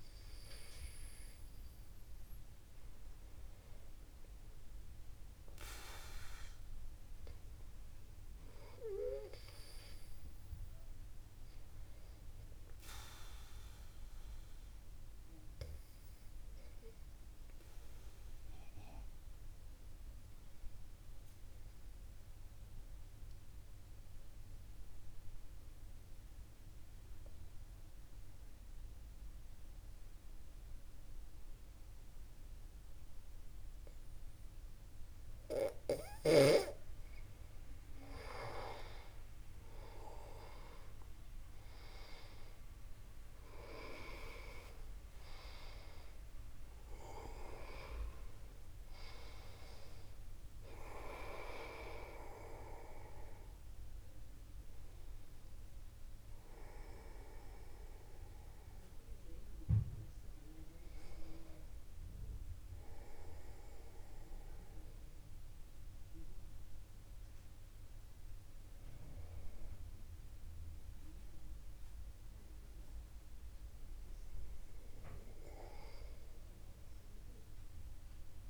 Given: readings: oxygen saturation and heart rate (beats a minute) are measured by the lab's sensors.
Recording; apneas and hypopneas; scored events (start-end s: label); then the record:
breathing in sleep by a room microphone; 1
15.50-37.00 s: obstructive apnea (oxygen 99% before, 93% lowest, heart rate 50 before, 49 extreme, up 1 after)
39.00-42.50 s: arousal
50.50-52.50 s: long interval between heartbeats (device-marked, heart rate 50 before, 60 extreme)
57.50-78.50 s: new sleep stage, N1 (lightest sleep)
59.00-64.00 s: arousal
From the record:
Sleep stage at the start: N2 (light sleep); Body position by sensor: upright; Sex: male